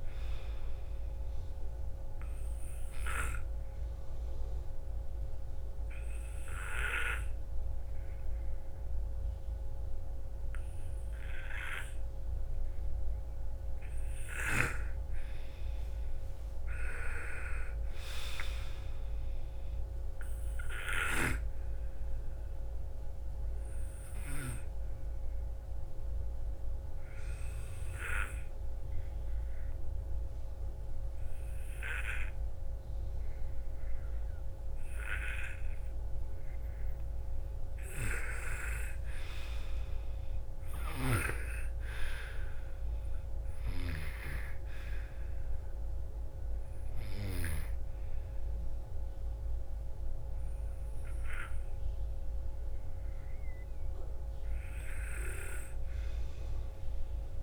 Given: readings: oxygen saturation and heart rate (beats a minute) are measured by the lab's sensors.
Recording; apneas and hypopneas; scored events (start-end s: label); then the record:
breathing in sleep by a room microphone; 2
3.00-13.50 s: obstructive apnea (oxygen 98% before, 89% lowest, heart rate 57 before, 46 extreme, up 7 after)
4.00-15.00 s: oxygen desaturation (device-marked, oxygen 98% before, 93% lowest, heart rate 57 before, 46 extreme)
15.50-20.00 s: arousal
24.00-34.00 s: oxygen desaturation (device-marked, oxygen 97% before, 90% lowest, heart rate 59 before, 46 extreme)
26.50-38.00 s: obstructive apnea (oxygen 97% before, 87% lowest, heart rate 60 before, 46 extreme, up 12 after)
39.50-43.00 s: arousal
46.00-57.00 s: oxygen desaturation (device-marked, oxygen 97% before, 89% lowest, heart rate 54 before, 54 extreme)
From the record:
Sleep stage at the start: N2 (light sleep); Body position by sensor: on the right side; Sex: female